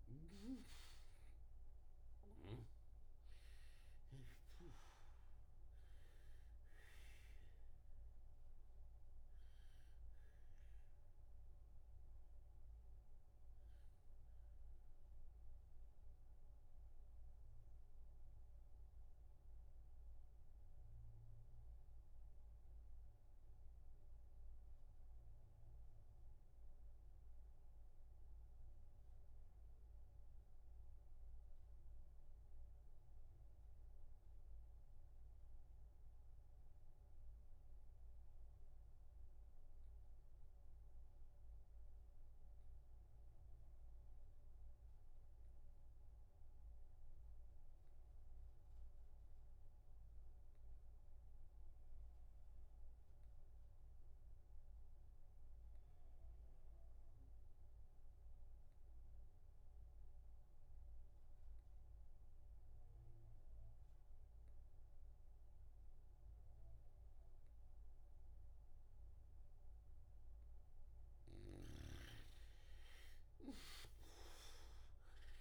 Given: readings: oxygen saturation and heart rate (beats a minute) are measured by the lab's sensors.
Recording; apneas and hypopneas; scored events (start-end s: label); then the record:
breathing in sleep by a room microphone; 1
0.00-4.50 s: snoring (device-marked)
0.00-25.50 s: oxygen desaturation (device-marked, oxygen 79% lowest, heart rate 56 extreme)
13.50-69.50 s: obstructive apnea (oxygen 96% before, 76% lowest, heart rate 66 before, 47 extreme, up 1 after)
53.50-75.41 s: oxygen desaturation (device-marked, oxygen 97% before, 76% lowest, heart rate 64 before, 47 extreme)
72.50-75.41 s: arousal
From the record:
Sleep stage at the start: REM sleep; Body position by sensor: on the back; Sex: male